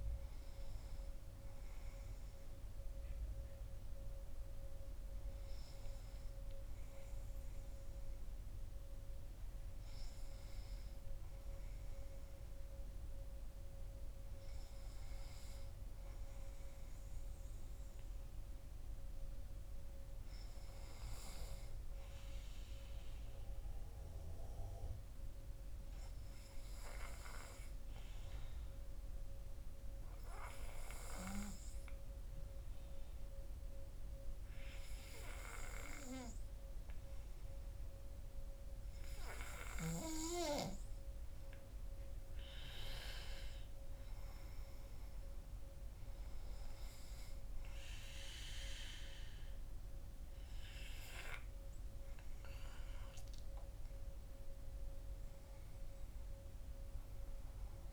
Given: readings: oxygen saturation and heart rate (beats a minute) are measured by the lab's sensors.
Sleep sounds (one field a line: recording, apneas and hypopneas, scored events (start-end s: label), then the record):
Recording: breathing in sleep by a room microphone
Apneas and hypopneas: 1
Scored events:
25.00-38.00 s: hypopnea (oxygen 97% before, 94% lowest, heart rate 55 before, 50 extreme, up 7 after)
42.00-46.00 s: arousal
From the record:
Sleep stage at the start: N2 (light sleep)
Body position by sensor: on the back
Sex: male